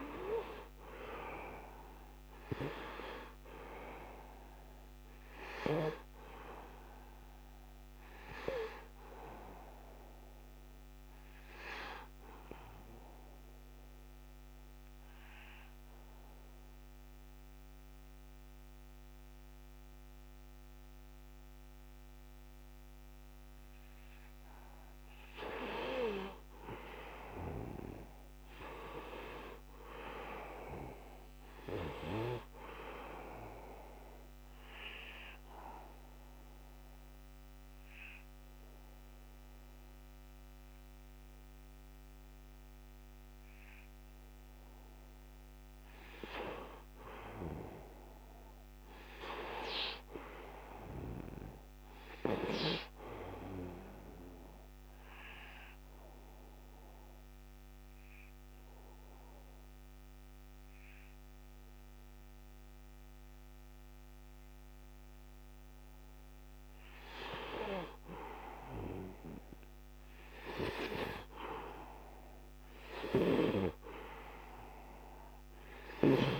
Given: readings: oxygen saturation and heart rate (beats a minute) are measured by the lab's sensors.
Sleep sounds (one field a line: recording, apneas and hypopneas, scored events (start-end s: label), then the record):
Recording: breathing in sleep by a microphone on the trachea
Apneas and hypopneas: 3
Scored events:
0.00-3.00 s: arousal
0.00-17.50 s: oxygen desaturation (device-marked, oxygen 91% lowest, heart rate 69 extreme)
9.00-23.00 s: obstructive apnea (oxygen 98% before, 87% lowest, heart rate 78 before, 69 extreme, up 6 after)
26.00-30.00 s: arousal
33.50-45.50 s: oxygen desaturation (device-marked, oxygen 97% before, 87% lowest, heart rate 78 before, 69 extreme)
35.50-46.00 s: obstructive apnea (oxygen 98% before, 87% lowest, heart rate 78 before, 69 extreme, up 11 after)
47.00-50.00 s: arousal
54.00-65.00 s: obstructive apnea (oxygen 99% before, 88% lowest, heart rate 76 before, 74 extreme, up 4 after)
54.50-65.50 s: oxygen desaturation (device-marked, oxygen 99% before, 93% lowest, heart rate 75 before, 74 extreme)
67.50-71.00 s: arousal
67.50-76.40 s: oxygen desaturation (device-marked, oxygen 98% before, 89% lowest, heart rate 77 before, 76 extreme)
From the record:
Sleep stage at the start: N2 (light sleep)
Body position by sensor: on the right side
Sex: male